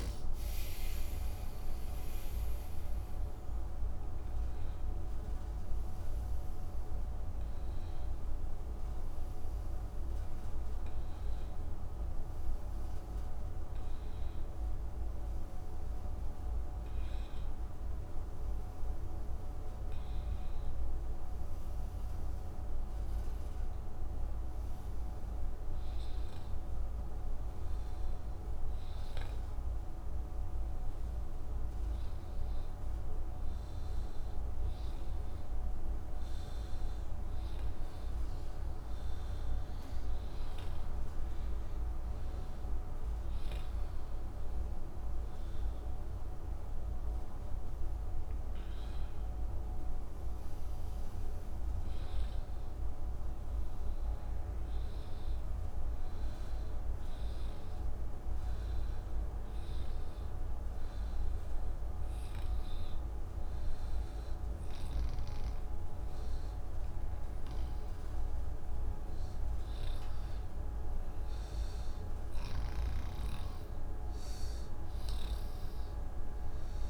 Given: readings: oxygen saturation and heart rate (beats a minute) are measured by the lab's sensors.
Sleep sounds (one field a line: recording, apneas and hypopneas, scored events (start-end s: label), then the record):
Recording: breathing in sleep, hard to hear, by a room microphone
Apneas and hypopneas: none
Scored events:
29.00-76.90 s: new sleep stage, N2 (light sleep)
34.00-39.00 s: oxygen desaturation (device-marked, oxygen 98% before, 96% lowest, heart rate 107 before, 128 extreme)
From the record:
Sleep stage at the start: N1 (lightest sleep)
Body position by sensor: on the back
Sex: male